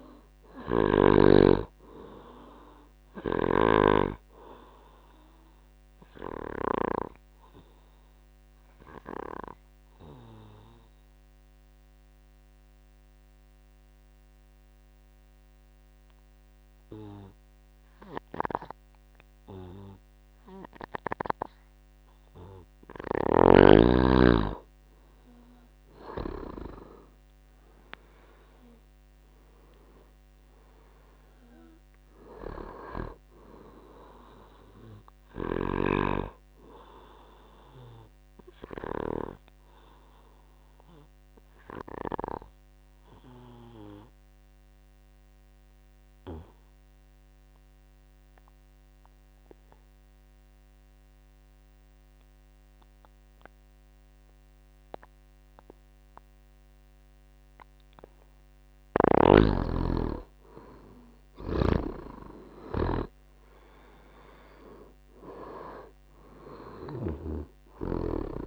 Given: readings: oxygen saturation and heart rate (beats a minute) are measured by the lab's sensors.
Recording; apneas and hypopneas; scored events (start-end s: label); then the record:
breathing in sleep by a microphone on the trachea; 2
0.00-22.00 s: oxygen desaturation (device-marked, oxygen 86% lowest, heart rate 55 extreme)
6.50-22.00 s: obstructive apnea (oxygen 99% before, 86% lowest, heart rate 69 before, 56 extreme, up 14 after)
25.00-30.00 s: arousal
28.00-51.00 s: oxygen desaturation (device-marked, oxygen 98% before, 87% lowest, heart rate 62 before, 60 extreme)
39.00-58.00 s: obstructive apnea (oxygen 98% before, 85% lowest, heart rate 70 before, 57 extreme, up 9 after)
60.00-68.47 s: oxygen desaturation (device-marked, oxygen 99% before, 85% lowest, heart rate 64 before, 57 extreme)
60.50-64.50 s: arousal
61.50-67.50 s: snoring (device-marked)
From the record:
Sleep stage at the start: N2 (light sleep); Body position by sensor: on the back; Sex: male